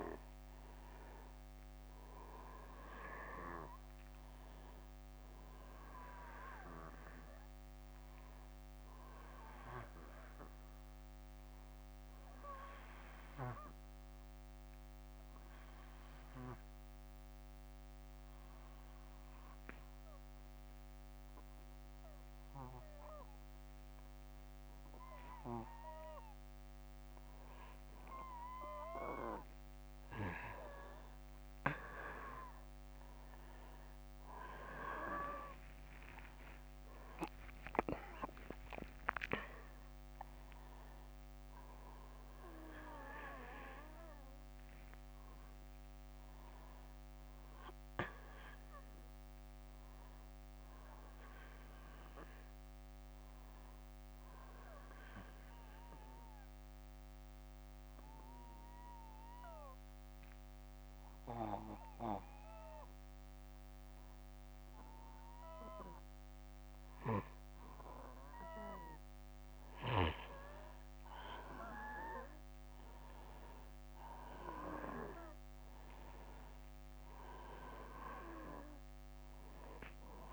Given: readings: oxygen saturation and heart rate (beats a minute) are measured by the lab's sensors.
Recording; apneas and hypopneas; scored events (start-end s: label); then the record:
breathing in sleep by a microphone on the trachea; 2
0.00-21.50 s: oxygen desaturation (device-marked, oxygen 92% lowest, heart rate 60 extreme)
14.00-27.00 s: obstructive apnea (oxygen 97% before, 92% lowest, heart rate 66 before, 60 extreme, up 5 after)
30.00-35.00 s: arousal
36.50-56.50 s: oxygen desaturation (device-marked, oxygen 98% before, 93% lowest, heart rate 62 before, 60 extreme)
36.50-80.33 s: new sleep stage, N1 (lightest sleep)
54.50-67.00 s: obstructive apnea (oxygen 98% before, 93% lowest, heart rate 66 before, 60 extreme, up 3 after)
70.00-74.00 s: arousal
74.50-80.33 s: oxygen desaturation (device-marked, oxygen 96% before, 93% lowest, heart rate 61 before, 60 extreme)
From the record:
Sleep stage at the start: N2 (light sleep); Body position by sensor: on the back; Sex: male